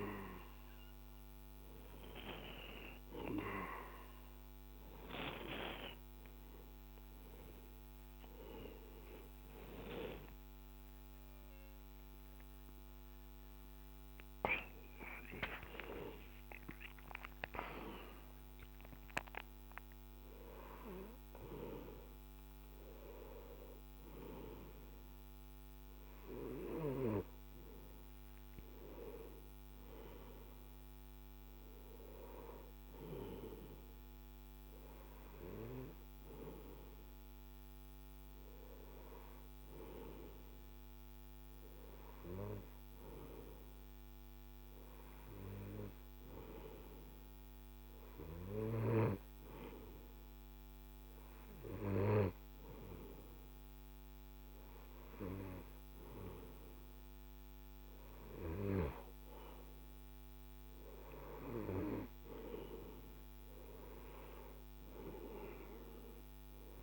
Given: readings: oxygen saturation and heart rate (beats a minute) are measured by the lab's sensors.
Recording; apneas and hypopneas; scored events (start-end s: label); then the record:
breathing in sleep by a microphone on the trachea; none
13.50-17.50 s: arousal
From the record:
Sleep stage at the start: N2 (light sleep); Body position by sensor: on the right side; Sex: male